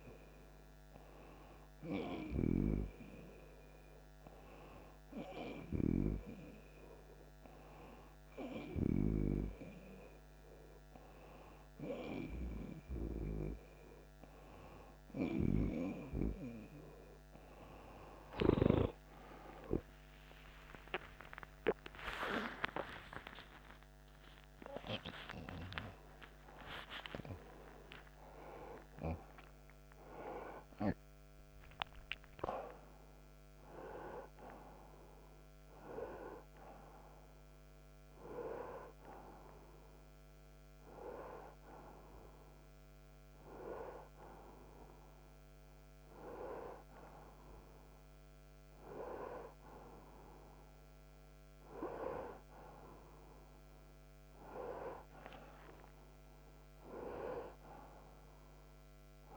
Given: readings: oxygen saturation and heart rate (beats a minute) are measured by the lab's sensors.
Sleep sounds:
breathing in sleep by a microphone on the trachea; none
19.50-27.00 s: arousal
From the record:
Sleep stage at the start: N1 (lightest sleep); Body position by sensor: on the right side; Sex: male

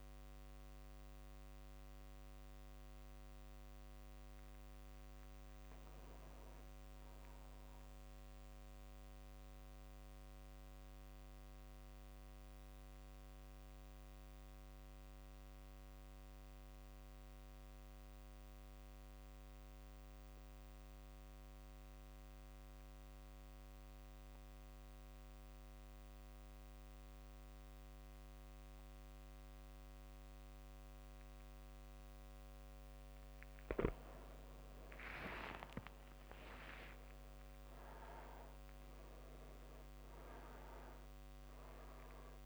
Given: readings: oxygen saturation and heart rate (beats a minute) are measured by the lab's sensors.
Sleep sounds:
breathing in sleep by a microphone on the trachea; 1
0.00-12.50 s: oxygen desaturation (device-marked, oxygen 88% lowest)
7.00-32.00 s: mixed apnea (oxygen 98% before, 89% lowest)
34.50-39.00 s: arousal
40.50-42.46 s: oxygen desaturation (device-marked, oxygen 100% before, 92% lowest)
From the record:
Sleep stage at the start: N2 (light sleep); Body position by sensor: on the back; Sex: male

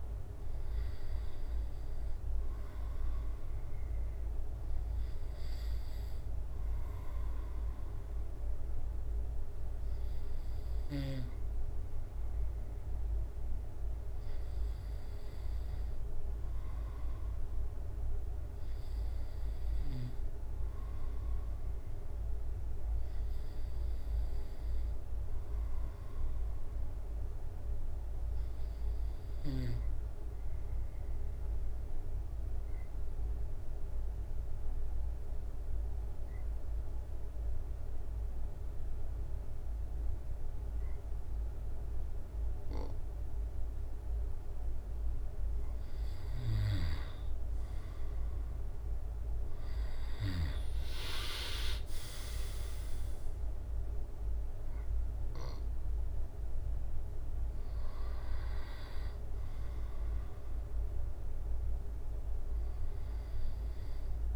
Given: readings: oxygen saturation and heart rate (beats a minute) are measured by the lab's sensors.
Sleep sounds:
breathing in sleep, hard to hear, by a room microphone; 1
0.00-3.00 s: drop in pulse transit time (device-marked, heart rate 68 extreme)
5.50-41.00 s: obstructive apnea (oxygen 94% before, 90% lowest, heart rate 70 before, 64 extreme, up 9 after)
47.00-51.00 s: arousal
50.00-64.00 s: drop in pulse transit time (device-marked, heart rate 69 before, 72 extreme)
51.00-64.36 s: oxygen desaturation (device-marked, oxygen 94% before, 90% lowest, heart rate 69 before, 68 extreme)
From the record:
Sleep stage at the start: N2 (light sleep); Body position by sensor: on the back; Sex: male

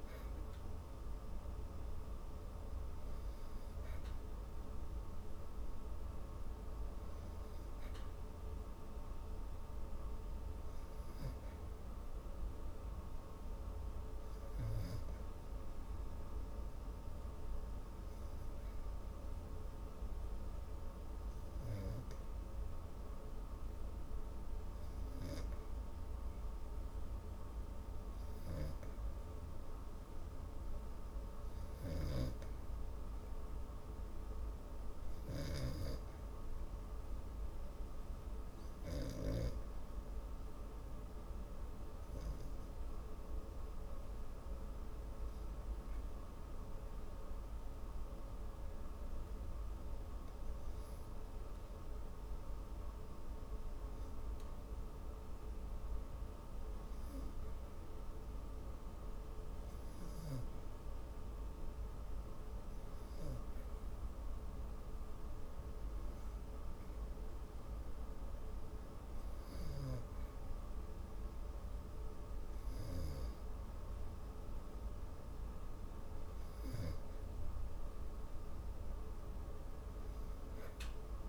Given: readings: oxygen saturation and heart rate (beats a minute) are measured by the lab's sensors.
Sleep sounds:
breathing in sleep, hard to hear, by a room microphone; 1
14.00-17.50 s: arousal
22.00-53.50 s: hypopnea (oxygen 92% before, 86% lowest)
40.00-55.00 s: oxygen desaturation (device-marked, oxygen 90% before, 86% lowest)
56.00-61.50 s: arousal
From the record:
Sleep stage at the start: REM sleep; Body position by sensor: on the back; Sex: female

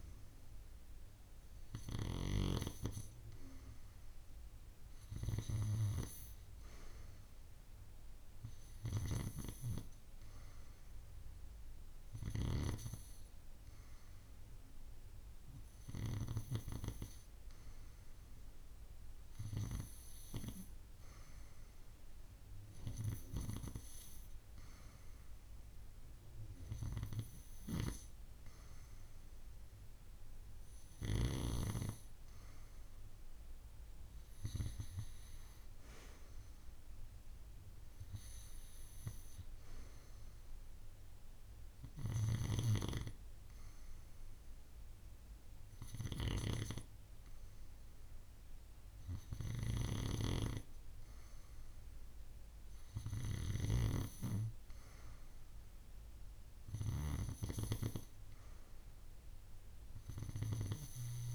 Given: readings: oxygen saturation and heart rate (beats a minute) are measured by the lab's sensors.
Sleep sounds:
breathing in sleep by a room microphone; none
none scored
From the record:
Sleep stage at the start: N2 (light sleep); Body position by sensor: on the right side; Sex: female

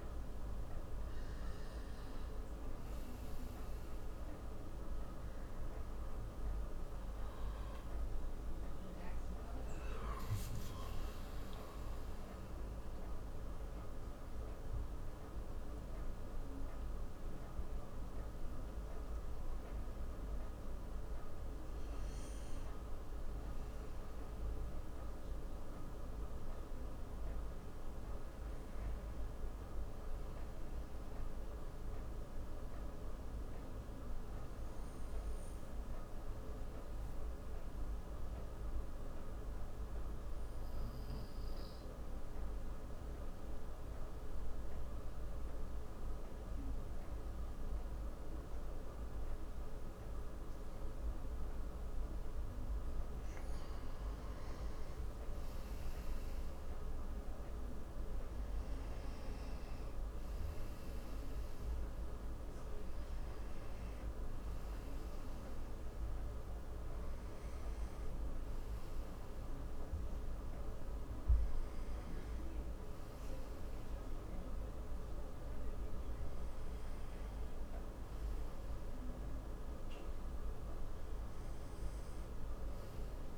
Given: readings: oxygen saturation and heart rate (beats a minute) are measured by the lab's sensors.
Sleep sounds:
a person partly awake in a sleep study, hard to hear, by a room microphone; 1
36.50-83.38 s: new sleep stage, N1 (lightest sleep)
39.50-53.50 s: central apnea (oxygen 98% before, 90% lowest, heart rate 55 before, 66 extreme, up 12 after)
46.50-81.50 s: oxygen desaturation (device-marked, oxygen 98% before, 90% lowest, heart rate 69 before, 65 extreme)
56.00-59.50 s: arousal
From the record:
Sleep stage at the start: awake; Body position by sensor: on the front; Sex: male

